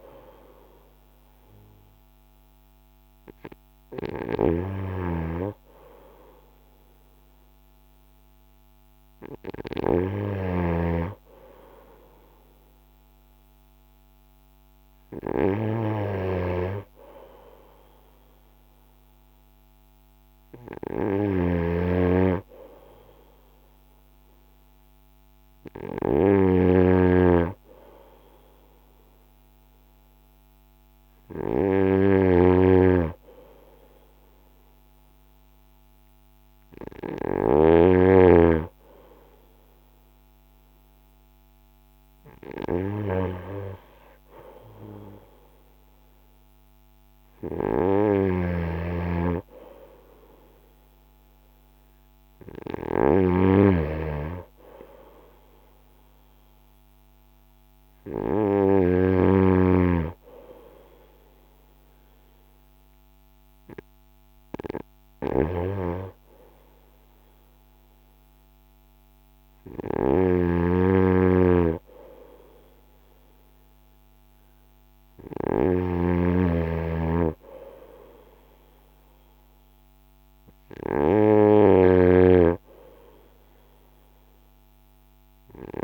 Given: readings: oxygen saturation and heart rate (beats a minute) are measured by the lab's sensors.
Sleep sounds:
breathing in sleep by a microphone on the trachea; none
4.50-10.50 s: snoring (device-marked)
21.00-37.50 s: snoring (device-marked)
48.00-59.00 s: snoring (device-marked)
70.00-75.50 s: snoring (device-marked)
81.50-85.84 s: snoring (device-marked)
From the record:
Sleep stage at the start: N2 (light sleep); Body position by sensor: on the front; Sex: male

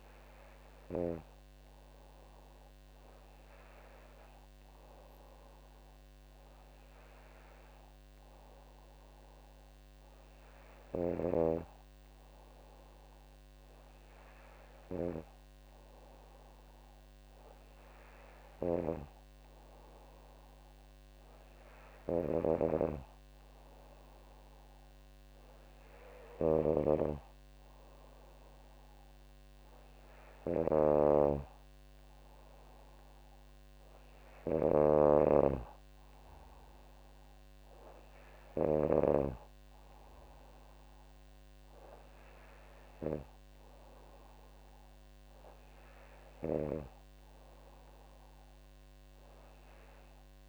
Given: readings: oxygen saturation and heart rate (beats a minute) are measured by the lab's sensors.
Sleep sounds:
breathing in sleep by a microphone on the trachea; none
22.00-26.50 s: snoring (device-marked)
From the record:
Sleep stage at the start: N2 (light sleep); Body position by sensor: on the back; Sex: female

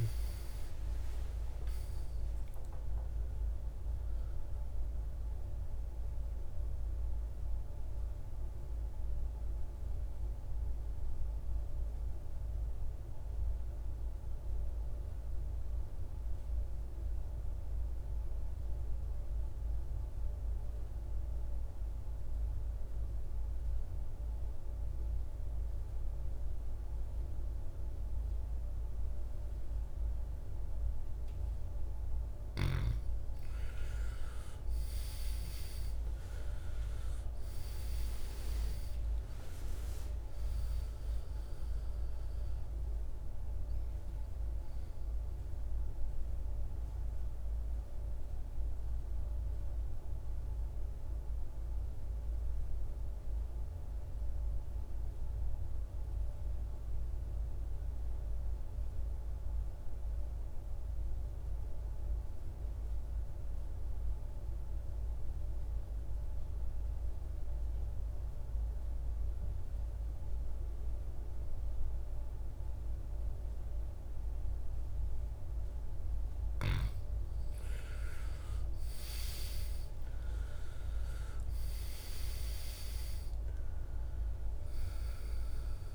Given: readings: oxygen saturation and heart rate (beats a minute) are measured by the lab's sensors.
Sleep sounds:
breathing in sleep, hard to hear, by a room microphone; 2
0.00-16.50 s: oxygen desaturation (device-marked, oxygen 85% lowest, heart rate 52 extreme)
7.00-32.00 s: mixed apnea (oxygen 100% before, 83% lowest, heart rate 65 before, 52 extreme, up 19 after)
33.00-36.50 s: arousal
33.50-58.50 s: oxygen desaturation (device-marked, oxygen 98% before, 83% lowest, heart rate 55 before, 54 extreme)
47.50-76.00 s: mixed apnea (oxygen 98% before, 82% lowest, heart rate 65 before, 51 extreme, up 22 after)
72.50-85.95 s: oxygen desaturation (device-marked, oxygen 99% before, 82% lowest, heart rate 55 before, 51 extreme)
78.00-82.50 s: arousal
From the record:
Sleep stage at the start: N2 (light sleep); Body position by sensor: on the back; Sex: male

